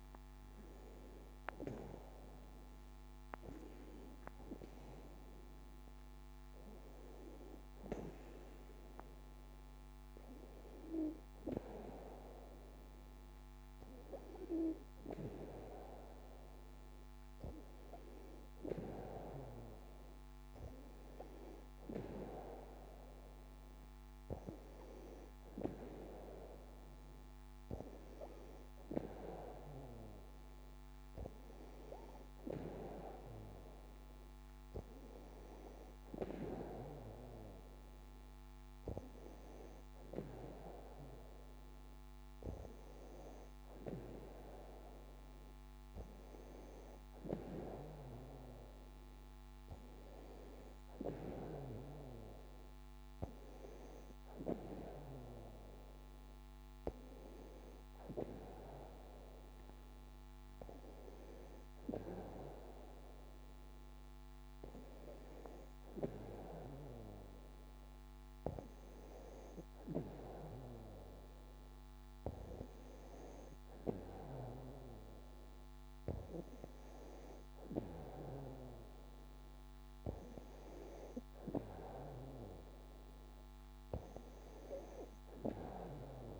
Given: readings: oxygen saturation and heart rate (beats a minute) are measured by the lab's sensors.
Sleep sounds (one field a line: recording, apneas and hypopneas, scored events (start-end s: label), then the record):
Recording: breathing in sleep by a microphone on the trachea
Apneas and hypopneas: none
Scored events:
none scored
From the record:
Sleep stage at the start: N2 (light sleep)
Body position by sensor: on the back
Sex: female